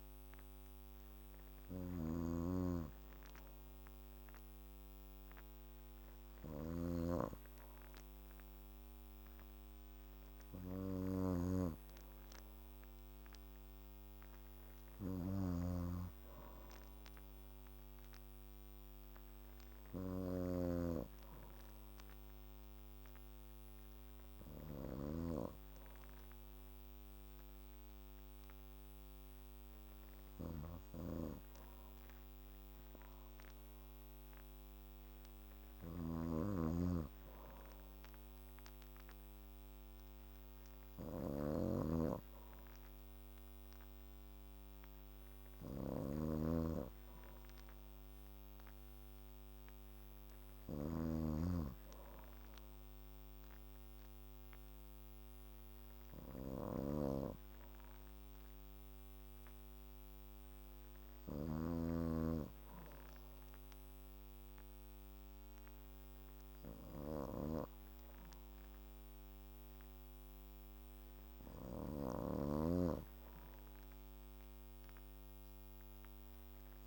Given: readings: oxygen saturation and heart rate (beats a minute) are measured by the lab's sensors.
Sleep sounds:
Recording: breathing in sleep by a microphone on the trachea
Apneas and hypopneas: none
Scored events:
0.00-51.50 s: snoring (device-marked)
72.00-76.87 s: snoring (device-marked)
From the record:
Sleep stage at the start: N2 (light sleep)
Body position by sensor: on the back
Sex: male

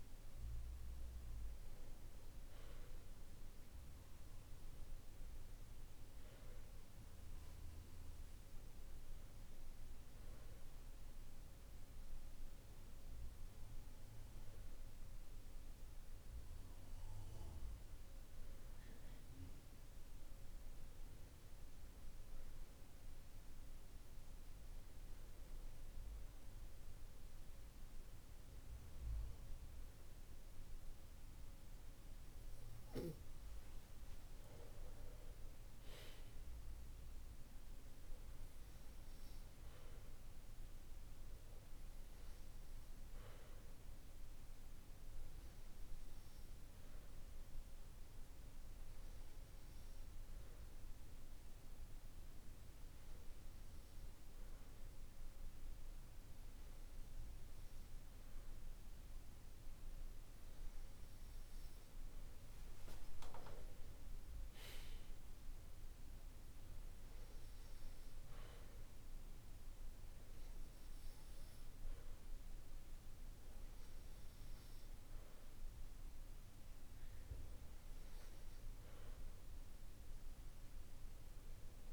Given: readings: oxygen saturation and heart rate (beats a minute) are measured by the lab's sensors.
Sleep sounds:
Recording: breathing in sleep, hard to hear, by a room microphone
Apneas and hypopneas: 1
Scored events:
18.50-32.50 s: hypopnea (oxygen 97% before, 94% lowest, heart rate 53 before, 48 extreme, up 9 after)
34.50-37.50 s: arousal
From the record:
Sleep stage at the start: N2 (light sleep)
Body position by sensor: on the back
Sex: male

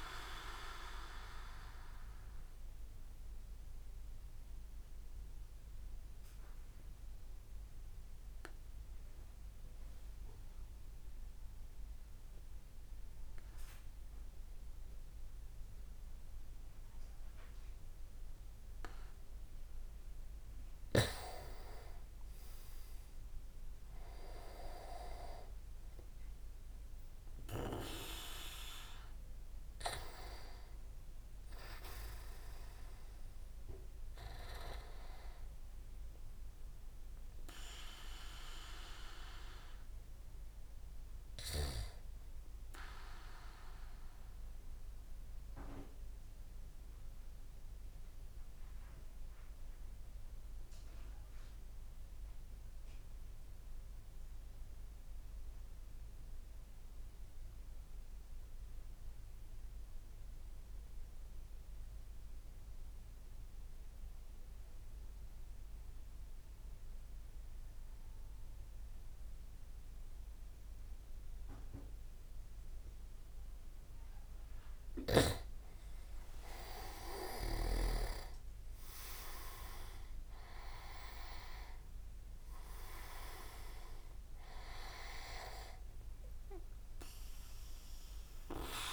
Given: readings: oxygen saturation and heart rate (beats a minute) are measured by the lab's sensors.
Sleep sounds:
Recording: breathing in sleep by a room microphone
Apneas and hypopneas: 2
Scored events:
0.00-10.50 s: oxygen desaturation (device-marked, oxygen 96% lowest)
1.00-20.50 s: obstructive apnea (oxygen 100% before, 95% lowest)
22.00-26.50 s: arousal
42.50-73.50 s: mixed apnea (oxygen 98% before, 93% lowest)
68.50-88.93 s: oxygen desaturation (device-marked, oxygen 98% before, 93% lowest)
74.50-78.00 s: snoring (device-marked)
77.00-82.50 s: arousal
From the record:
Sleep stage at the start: N2 (light sleep)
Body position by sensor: on the back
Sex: male

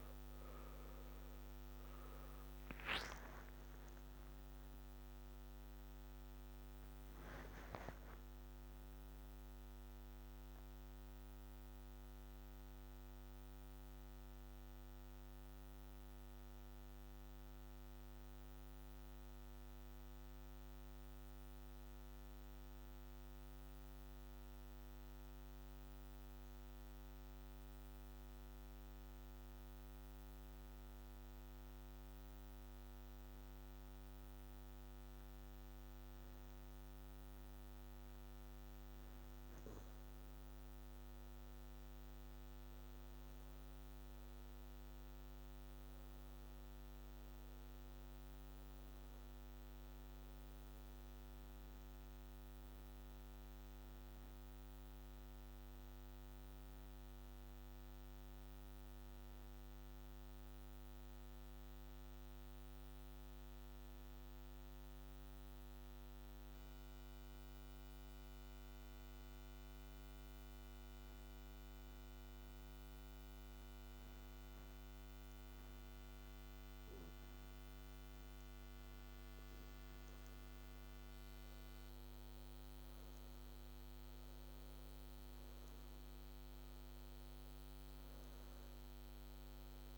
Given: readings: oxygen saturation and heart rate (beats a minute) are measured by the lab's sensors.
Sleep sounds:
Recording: breathing in sleep, hard to hear, by a microphone on the trachea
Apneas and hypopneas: 2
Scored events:
0.00-29.00 s: oxygen desaturation (device-marked, oxygen 82% lowest, heart rate 61 extreme)
2.50-8.00 s: arousal
12.50-39.50 s: mixed apnea (oxygen 97% before, 82% lowest, heart rate 76 before, 61 extreme, up 10 after)
41.00-45.50 s: arousal
46.00-69.00 s: oxygen desaturation (device-marked, oxygen 98% before, 88% lowest, heart rate 66 before, 66 extreme)
51.00-78.00 s: obstructive apnea (oxygen 99% before, 87% lowest, heart rate 68 before, 66 extreme, up 5 after)
87.00-89.98 s: new sleep stage, awake
From the record:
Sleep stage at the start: N2 (light sleep)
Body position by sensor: on the back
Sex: male

